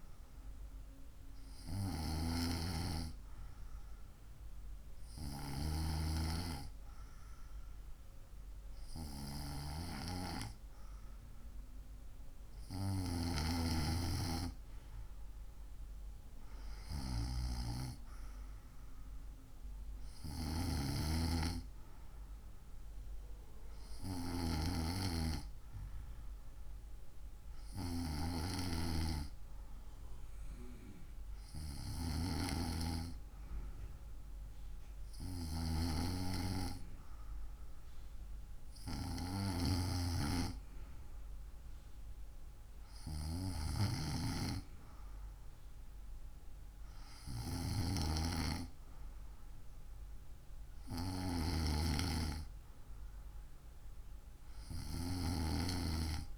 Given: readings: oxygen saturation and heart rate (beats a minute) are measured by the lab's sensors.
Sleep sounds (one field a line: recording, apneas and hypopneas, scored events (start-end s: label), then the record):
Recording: breathing in sleep by a room microphone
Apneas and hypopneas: none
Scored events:
none scored
From the record:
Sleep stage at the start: N2 (light sleep)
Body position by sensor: on the right side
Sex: female